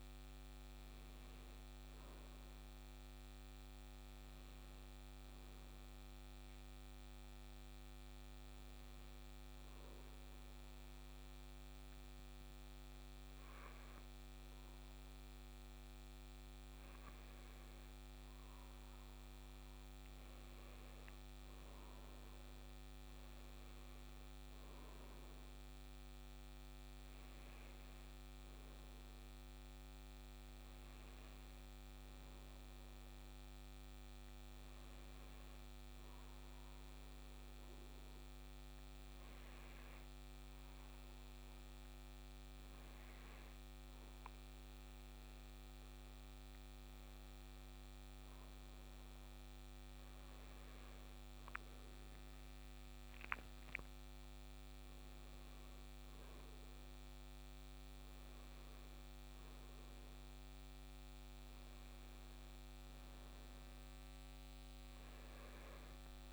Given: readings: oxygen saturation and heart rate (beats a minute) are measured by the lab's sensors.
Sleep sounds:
breathing in sleep, hard to hear, by a microphone on the trachea; 2
7.50-18.50 s: hypopnea (oxygen 98% before, 94% lowest, heart rate 98 before, 61 extreme, up 34 after)
21.50-26.50 s: arousal
23.50-27.50 s: tachycardia (device-marked, heart rate 70 before, 105 extreme)
37.00-48.00 s: hypopnea (oxygen 97% before, 94% lowest, heart rate 83 before, 64 extreme, up 18 after)
49.50-51.50 s: tachycardia (device-marked, heart rate 72 before, 102 extreme)
51.50-56.50 s: arousal
From the record:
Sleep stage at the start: N2 (light sleep); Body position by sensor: on the back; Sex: male

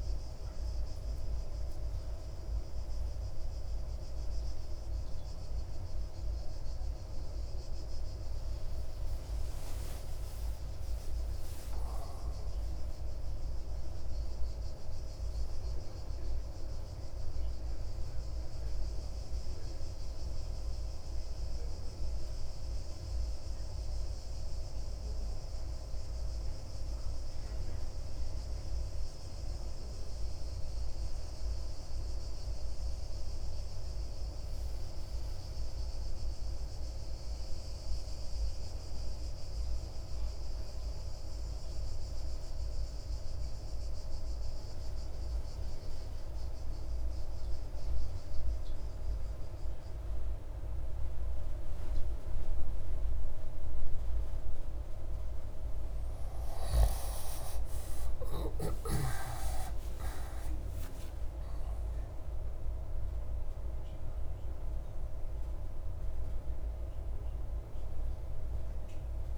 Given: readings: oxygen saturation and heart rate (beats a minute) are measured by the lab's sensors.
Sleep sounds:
breathing in sleep, hard to hear, by a room microphone; none
61.00-69.38 s: new sleep stage, awake
From the record:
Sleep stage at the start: N1 (lightest sleep); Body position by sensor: on the left side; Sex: male

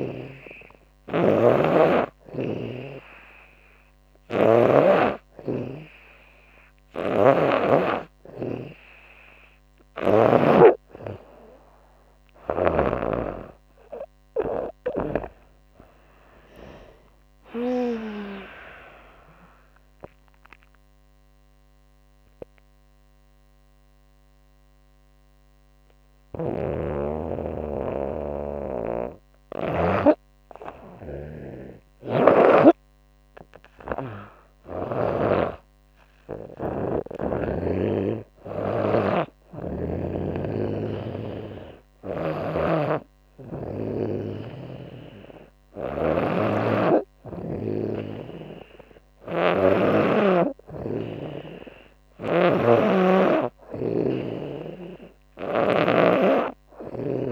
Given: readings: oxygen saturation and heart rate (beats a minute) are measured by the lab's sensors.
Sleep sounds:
breathing in sleep by a microphone on the trachea; none
0.50-4.00 s: snoring (device-marked)
6.00-9.50 s: snoring (device-marked)
30.50-34.50 s: snoring (device-marked)
41.50-57.32 s: snoring (device-marked)
From the record:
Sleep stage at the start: N2 (light sleep); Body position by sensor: on the back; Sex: female

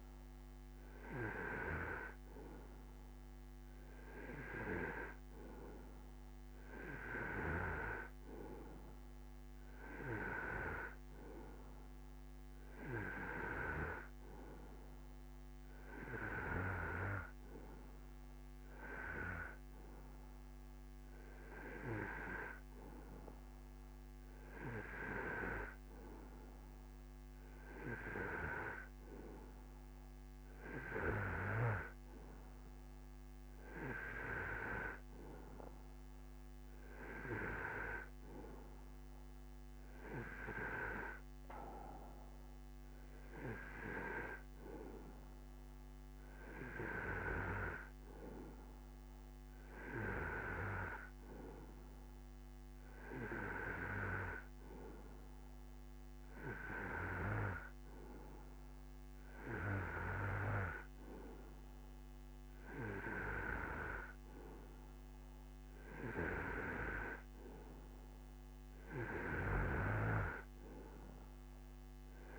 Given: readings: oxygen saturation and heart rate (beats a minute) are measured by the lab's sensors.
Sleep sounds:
breathing in sleep by a microphone on the trachea; none
none scored
From the record:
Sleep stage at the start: N2 (light sleep); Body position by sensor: on the right side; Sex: male

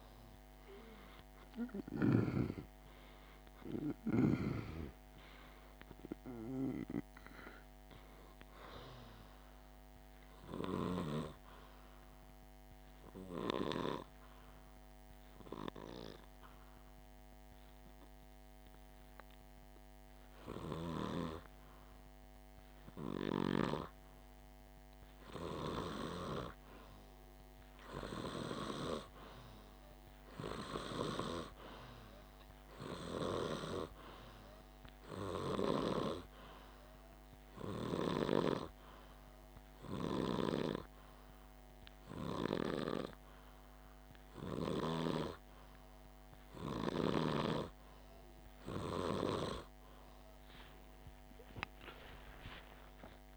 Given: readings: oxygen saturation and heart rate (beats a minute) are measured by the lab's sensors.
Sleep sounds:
breathing in sleep by a microphone on the trachea; 2
12.00-25.50 s: hypopnea (oxygen 98% before, 92% lowest, heart rate 51 before, 48 extreme, up 0 after)
27.50-30.50 s: arousal
36.00-49.00 s: hypopnea (oxygen 99% before, 92% lowest, heart rate 49 before, 48 extreme, up 4 after)
50.00-53.37 s: arousal
From the record:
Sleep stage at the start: N2 (light sleep); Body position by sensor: on the back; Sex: male

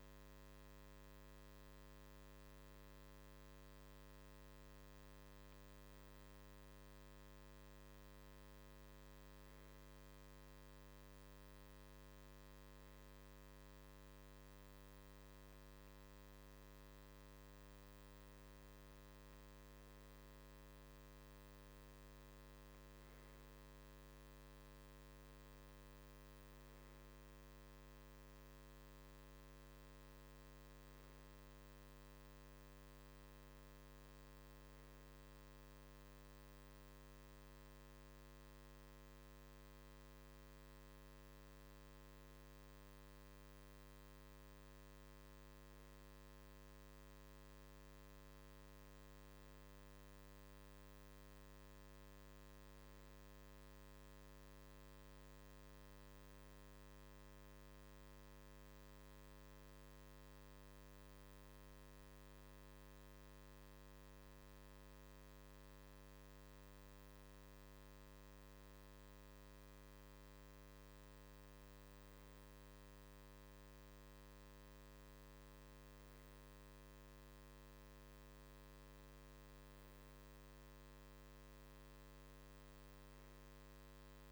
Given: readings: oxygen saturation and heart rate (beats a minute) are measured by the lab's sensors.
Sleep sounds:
breathing in sleep, hard to hear, by a microphone on the trachea; none
none scored
From the record:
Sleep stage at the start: REM sleep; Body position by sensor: on the right side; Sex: male

